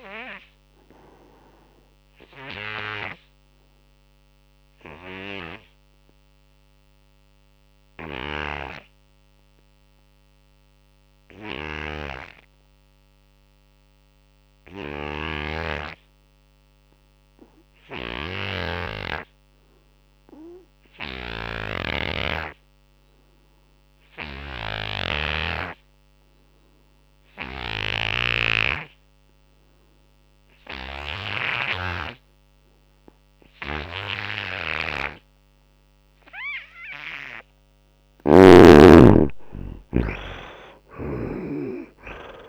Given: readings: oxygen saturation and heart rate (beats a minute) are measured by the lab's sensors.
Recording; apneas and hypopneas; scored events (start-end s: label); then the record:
breathing in sleep by a microphone on the trachea; 1
0.00-18.00 s: oxygen desaturation (device-marked, oxygen 75% lowest, heart rate 61 extreme)
0.50-37.00 s: obstructive apnea (oxygen 98% before, 72% lowest, heart rate 76 before, 61 extreme, up 14 after)
21.50-28.50 s: snoring (device-marked)
30.00-42.49 s: oxygen desaturation (device-marked, oxygen 98% before, 72% lowest, heart rate 78 before, 59 extreme)
38.00-41.50 s: arousal
From the record:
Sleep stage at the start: N2 (light sleep); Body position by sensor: on the right side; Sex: male